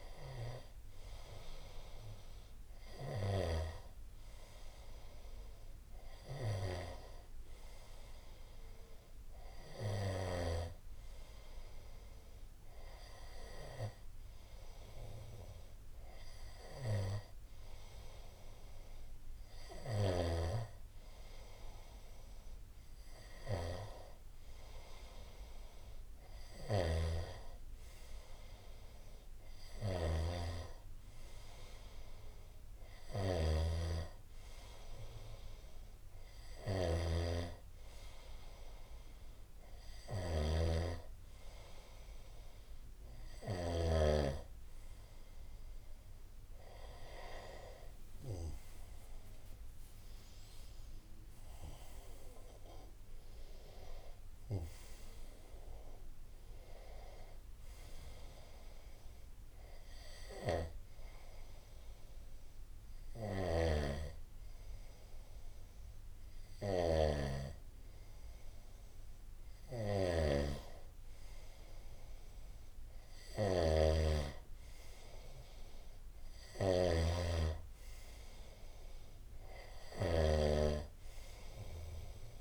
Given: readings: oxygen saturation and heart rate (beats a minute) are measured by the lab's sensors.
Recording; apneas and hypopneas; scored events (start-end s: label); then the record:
breathing in sleep by a room microphone; none
2.50-10.50 s: snoring (device-marked)
19.50-43.50 s: snoring (device-marked)
60.00-82.41 s: snoring (device-marked)
From the record:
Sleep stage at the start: N1 (lightest sleep); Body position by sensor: on the right side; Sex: male